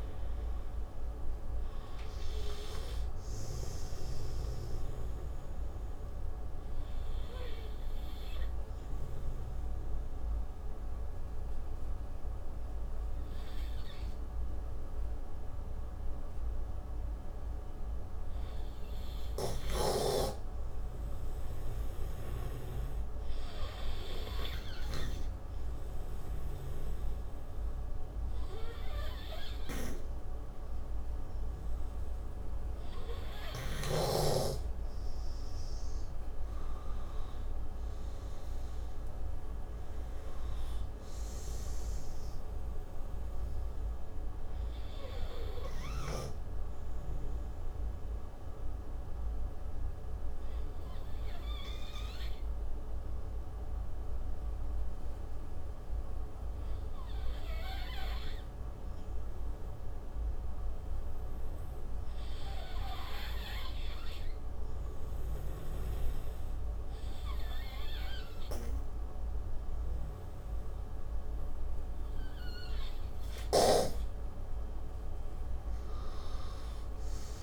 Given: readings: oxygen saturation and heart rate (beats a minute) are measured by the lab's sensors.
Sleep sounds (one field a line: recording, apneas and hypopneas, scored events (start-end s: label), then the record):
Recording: breathing in sleep by a room microphone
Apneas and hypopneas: 2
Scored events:
0.00-3.50 s: oxygen desaturation (device-marked, oxygen 91% lowest)
10.00-21.50 s: obstructive apnea (oxygen 98% before, 90% lowest)
17.50-25.50 s: oxygen desaturation (device-marked, oxygen 94% before, 91% lowest)
25.50-29.00 s: arousal
31.50-44.50 s: oxygen desaturation (device-marked, oxygen 99% before, 92% lowest)
47.00-71.50 s: obstructive apnea (oxygen 99% before, 90% lowest)
67.50-77.43 s: oxygen desaturation (device-marked, oxygen 98% before, 90% lowest)
75.50-77.43 s: arousal
From the record:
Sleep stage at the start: N2 (light sleep)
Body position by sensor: on the right side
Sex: male